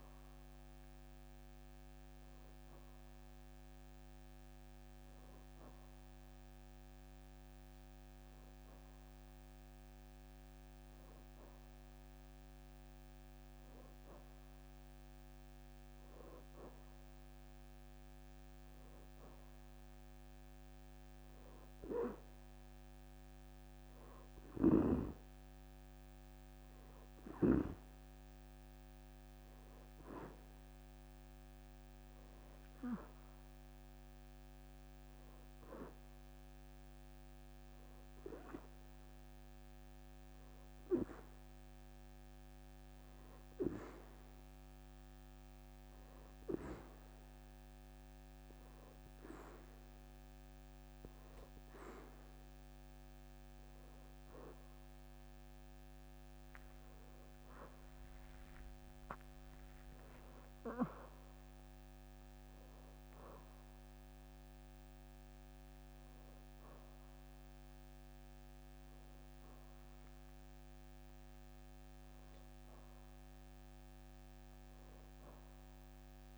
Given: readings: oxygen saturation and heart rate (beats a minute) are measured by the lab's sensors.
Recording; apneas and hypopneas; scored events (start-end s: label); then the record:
breathing in sleep by a microphone on the trachea; 1
0.00-13.00 s: oxygen desaturation (device-marked, oxygen 89% lowest, heart rate 79 extreme)
1.00-2.00 s: leg movement (device-marked)
5.50-6.50 s: leg movement (device-marked)
18.50-24.00 s: leg movement (device-marked)
26.00-44.00 s: oxygen desaturation (device-marked, oxygen 96% before, 91% lowest, heart rate 81 before, 81 extreme)
28.00-32.00 s: arousal
29.50-33.50 s: leg movement (device-marked)
42.50-53.50 s: hypopnea (oxygen 97% before, 90% lowest, heart rate 84 before, 80 extreme, up 33 after)
53.50-55.50 s: leg movement (device-marked)
56.50-58.50 s: leg movement (device-marked)
56.50-61.00 s: arousal
From the record:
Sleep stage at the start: N2 (light sleep); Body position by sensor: on the back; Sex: female